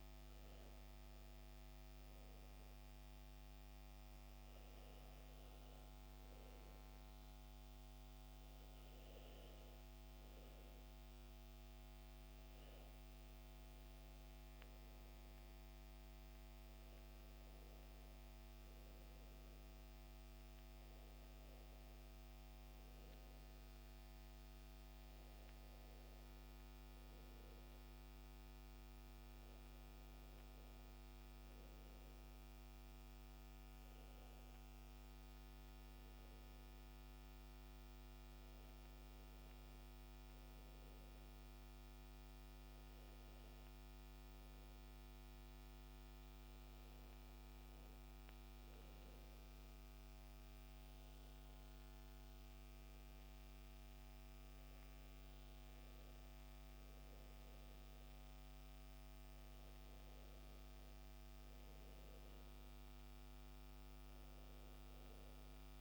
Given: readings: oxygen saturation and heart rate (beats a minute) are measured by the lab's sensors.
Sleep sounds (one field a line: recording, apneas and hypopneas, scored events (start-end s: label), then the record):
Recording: breathing in sleep, hard to hear, by a microphone on the trachea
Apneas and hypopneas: none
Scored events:
none scored
From the record:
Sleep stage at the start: N2 (light sleep)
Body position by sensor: on the back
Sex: male